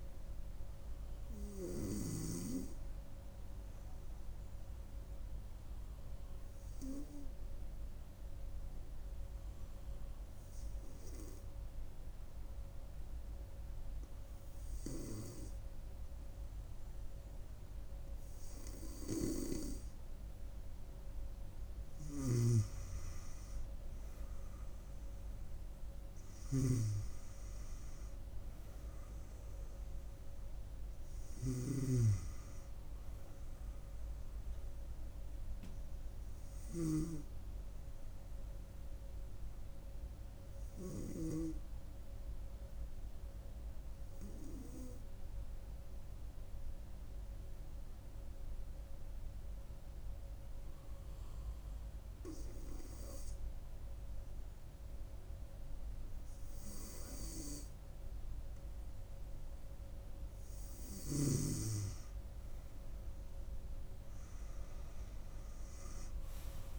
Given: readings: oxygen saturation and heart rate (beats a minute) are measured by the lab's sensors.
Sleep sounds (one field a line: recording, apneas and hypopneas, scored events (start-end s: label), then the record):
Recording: breathing in sleep by a room microphone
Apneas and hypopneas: 2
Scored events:
0.00-2.50 s: snoring (device-marked)
5.50-18.50 s: hypopnea (oxygen 98% before, 95% lowest, heart rate 68 before, 66 extreme, up 2 after)
20.50-23.00 s: arousal
26.50-37.00 s: snoring (device-marked)
44.50-55.00 s: obstructive apnea (oxygen 97% before, 95% lowest, heart rate 68 before, 66 extreme, up 4 after)
From the record:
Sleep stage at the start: N2 (light sleep)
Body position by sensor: on the front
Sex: female